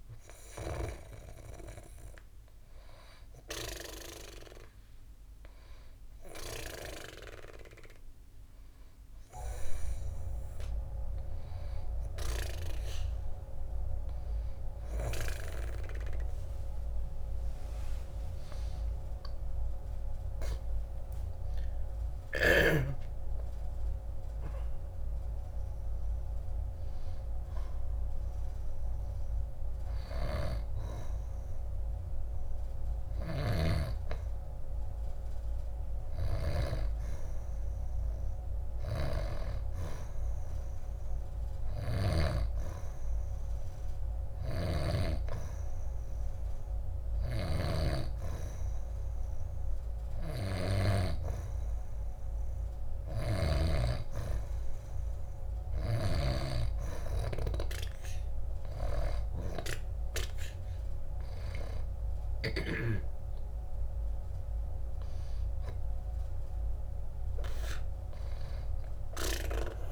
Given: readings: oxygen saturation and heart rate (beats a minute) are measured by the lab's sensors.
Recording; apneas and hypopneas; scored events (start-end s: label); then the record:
breathing in sleep by a room microphone; none
16.50-21.00 s: arousal
68.00-69.92 s: arousal
From the record:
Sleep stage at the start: N2 (light sleep); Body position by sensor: on the back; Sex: female